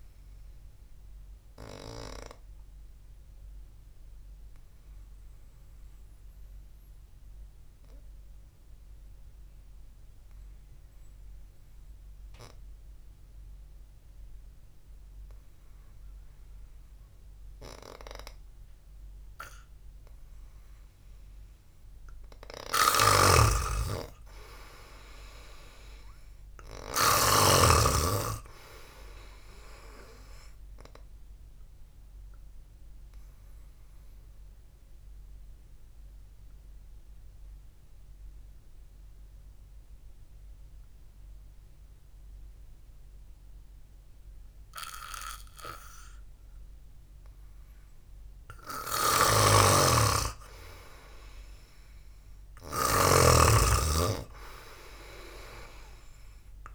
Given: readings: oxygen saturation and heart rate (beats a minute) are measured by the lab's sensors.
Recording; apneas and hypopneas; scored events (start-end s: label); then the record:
breathing in sleep by a room microphone; 2
2.00-19.50 s: hypopnea (oxygen 96% before, 91% lowest, heart rate 66 before, 54 extreme, up 0 after)
23.00-26.50 s: arousal
23.00-27.50 s: snoring (device-marked)
26.00-38.00 s: oxygen desaturation (device-marked, oxygen 98% before, 93% lowest, heart rate 64 before, 56 extreme)
35.00-48.50 s: obstructive apnea (oxygen 98% before, 91% lowest, heart rate 60 before, 56 extreme, up 2 after)
45.00-54.00 s: oxygen desaturation (device-marked, oxygen 94% before, 91% lowest, heart rate 58 before, 56 extreme)
49.50-53.50 s: snoring (device-marked)
50.50-55.00 s: arousal
From the record:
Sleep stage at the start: N2 (light sleep); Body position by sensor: on the back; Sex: male